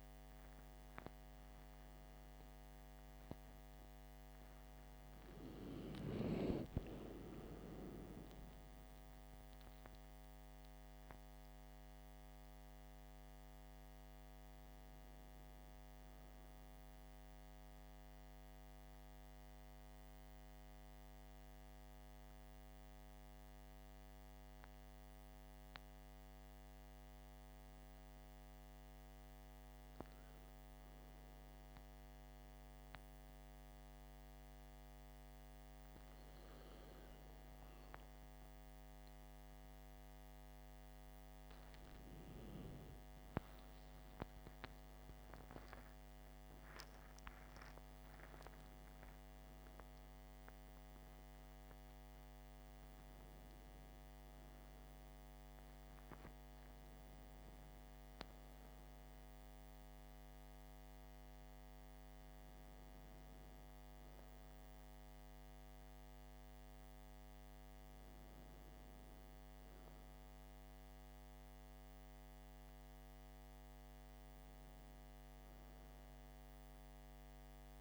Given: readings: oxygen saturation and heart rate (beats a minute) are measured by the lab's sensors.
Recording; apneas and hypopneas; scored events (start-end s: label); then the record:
breathing in sleep, hard to hear, by a microphone on the trachea; 1
13.50-77.81 s: new sleep stage, N2 (light sleep)
14.00-17.50 s: arousal
22.00-36.50 s: mixed apnea (oxygen 97% before, 95% lowest, heart rate 58 before, 53 extreme, up 7 after)
44.50-50.00 s: arousal
From the record:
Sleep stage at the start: N1 (lightest sleep); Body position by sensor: on the back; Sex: male